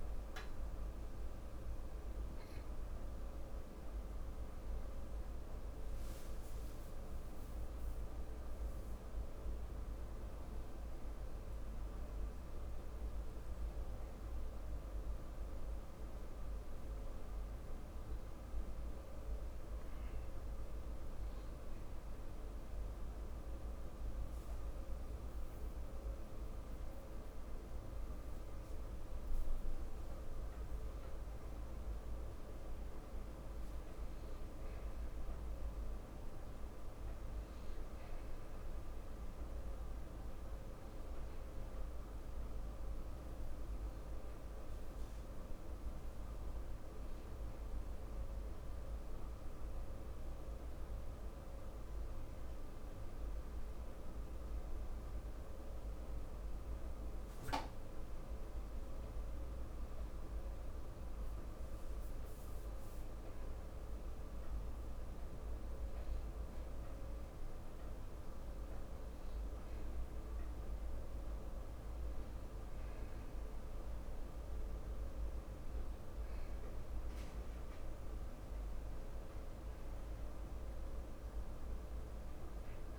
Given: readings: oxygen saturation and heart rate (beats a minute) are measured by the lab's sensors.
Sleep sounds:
a person partly awake in a sleep study, hard to hear, by a room microphone; 1
7.50-82.99 s: new sleep stage, N1 (lightest sleep)
41.50-44.50 s: arousal
50.50-60.50 s: obstructive apnea (oxygen 96% before, 92% lowest, heart rate 57 before, 54 extreme, up 0 after)
63.00-67.50 s: arousal
From the record:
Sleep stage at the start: awake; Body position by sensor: on the back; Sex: male

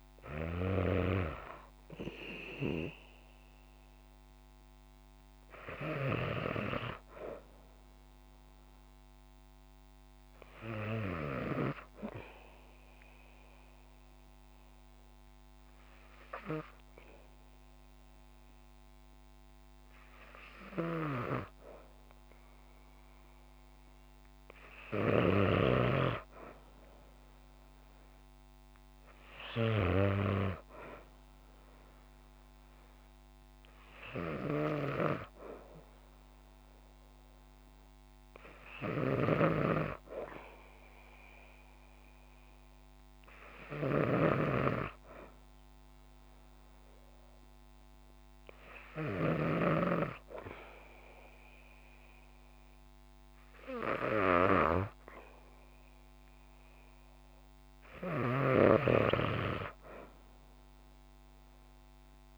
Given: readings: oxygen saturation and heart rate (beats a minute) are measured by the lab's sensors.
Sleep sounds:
breathing in sleep by a microphone on the trachea; 2
4.50-7.50 s: arousal
11.00-22.00 s: obstructive apnea (oxygen 95% before, 94% lowest, heart rate 64 before, 61 extreme, up 2 after)
24.50-28.50 s: arousal
38.50-49.00 s: snoring (device-marked)
45.50-57.50 s: hypopnea (oxygen 97% before, 94% lowest, heart rate 63 before, 62 extreme, up 2 after)
57.50-62.38 s: snoring (device-marked)
59.00-62.00 s: arousal
From the record:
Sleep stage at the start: N2 (light sleep); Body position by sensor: on the back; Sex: female

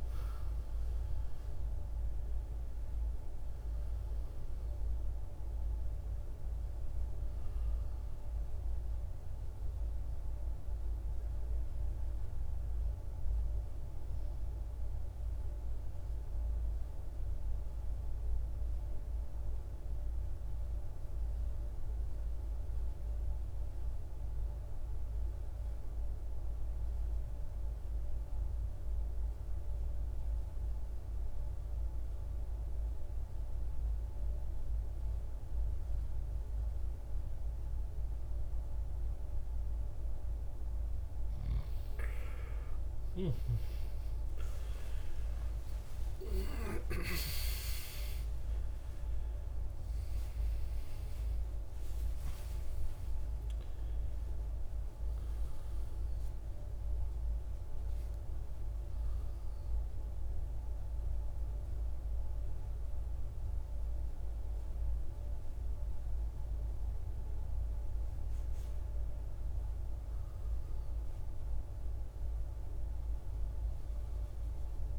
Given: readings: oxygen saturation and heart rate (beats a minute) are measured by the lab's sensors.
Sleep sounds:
breathing in sleep, hard to hear, by a room microphone; 1
0.00-19.50 s: oxygen desaturation (device-marked, oxygen 91% lowest, heart rate 53 extreme)
22.50-40.50 s: obstructive apnea (oxygen 98% before, 92% lowest, heart rate 59 before, 55 extreme, up 16 after)
42.50-47.00 s: arousal
71.50-74.99 s: arousal
From the record:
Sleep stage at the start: N2 (light sleep); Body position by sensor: on the right side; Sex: male

